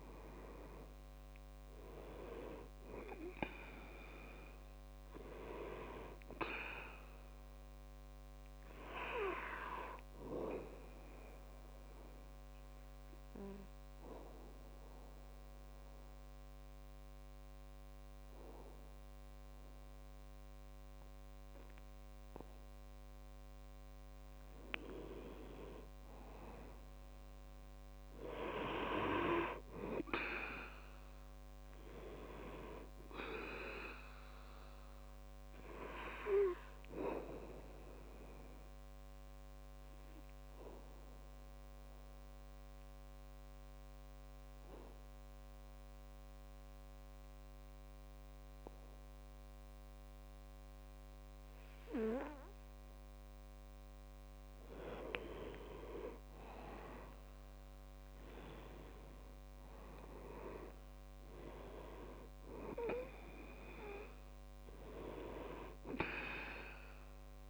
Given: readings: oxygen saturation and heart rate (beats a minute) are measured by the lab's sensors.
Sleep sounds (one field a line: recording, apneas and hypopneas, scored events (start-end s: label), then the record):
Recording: breathing in sleep by a microphone on the trachea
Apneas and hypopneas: 2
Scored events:
3.00-18.00 s: oxygen desaturation (device-marked, oxygen 98% before, 94% lowest, heart rate 68 before, 64 extreme)
11.00-23.50 s: obstructive apnea (oxygen 99% before, 90% lowest, heart rate 70 before, 64 extreme, up 4 after)
25.50-30.00 s: arousal
34.00-52.00 s: oxygen desaturation (device-marked, oxygen 98% before, 94% lowest, heart rate 66 before, 63 extreme)
38.00-54.00 s: mixed apnea (oxygen 98% before, 90% lowest, heart rate 67 before, 63 extreme, up 4 after)
56.00-61.50 s: arousal
62.00-67.49 s: oxygen desaturation (device-marked, oxygen 97% before, 90% lowest, heart rate 67 before, 63 extreme)
From the record:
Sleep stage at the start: N2 (light sleep)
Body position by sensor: on the back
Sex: male